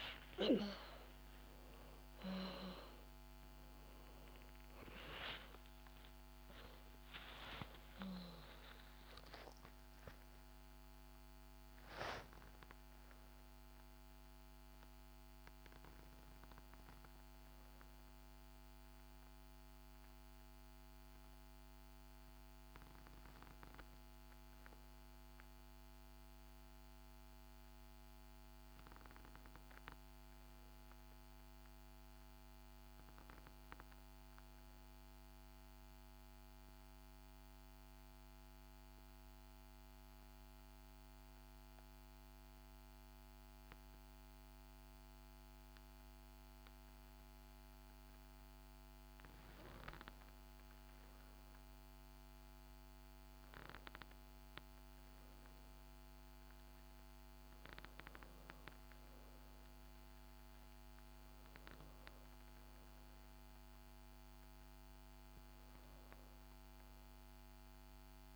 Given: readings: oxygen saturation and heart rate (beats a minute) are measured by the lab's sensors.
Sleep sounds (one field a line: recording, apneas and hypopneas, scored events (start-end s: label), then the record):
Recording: a person partly awake in a sleep study, by a microphone on the trachea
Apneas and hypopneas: 1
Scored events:
33.50-68.36 s: new sleep stage, N2 (light sleep)
37.00-49.00 s: central apnea (oxygen 99% before, 94% lowest, heart rate 56 before, 52 extreme, up 7 after)
50.50-55.00 s: arousal
From the record:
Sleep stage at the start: awake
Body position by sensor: on the back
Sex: female